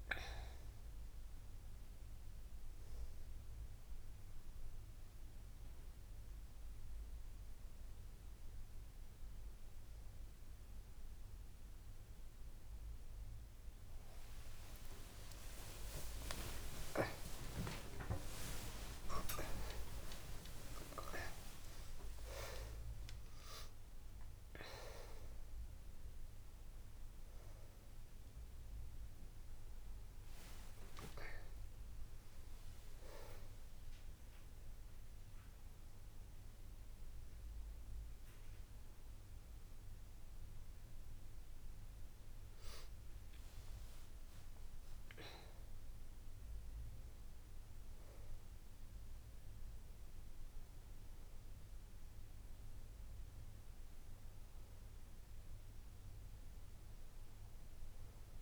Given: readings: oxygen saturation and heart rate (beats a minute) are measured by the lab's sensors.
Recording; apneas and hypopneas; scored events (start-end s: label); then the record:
a person awake in a sleep study, by a room microphone; none
48.50-58.42 s: new sleep stage, N1 (lightest sleep)
From the record:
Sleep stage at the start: awake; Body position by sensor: on the back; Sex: female